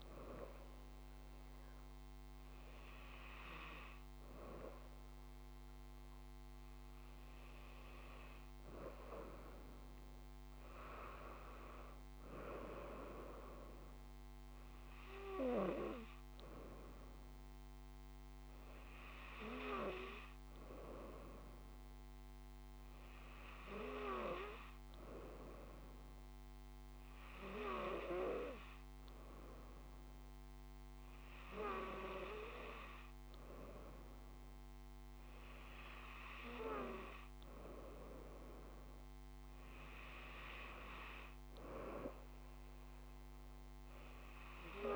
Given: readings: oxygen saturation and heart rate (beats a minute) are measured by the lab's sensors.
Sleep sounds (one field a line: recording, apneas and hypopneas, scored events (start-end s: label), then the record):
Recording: breathing in sleep by a microphone on the trachea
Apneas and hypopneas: none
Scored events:
39.50-44.00 s: arousal
From the record:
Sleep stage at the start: N2 (light sleep)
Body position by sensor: on the right side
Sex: female